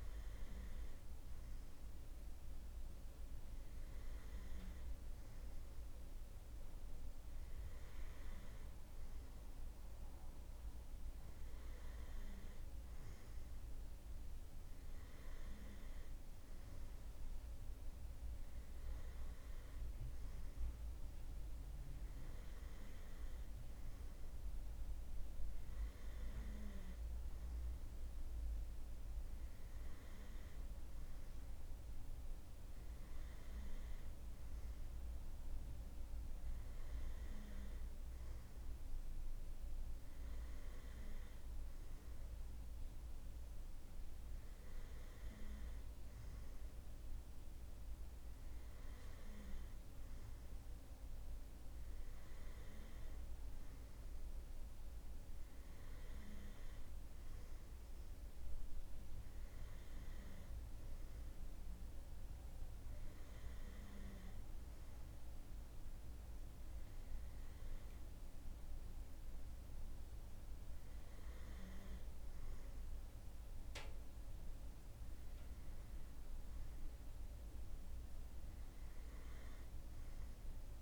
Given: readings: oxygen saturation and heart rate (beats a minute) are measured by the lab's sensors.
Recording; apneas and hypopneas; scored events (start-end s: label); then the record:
breathing in sleep, hard to hear, by a room microphone; none
none scored
From the record:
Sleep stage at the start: N2 (light sleep); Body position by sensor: on the right side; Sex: male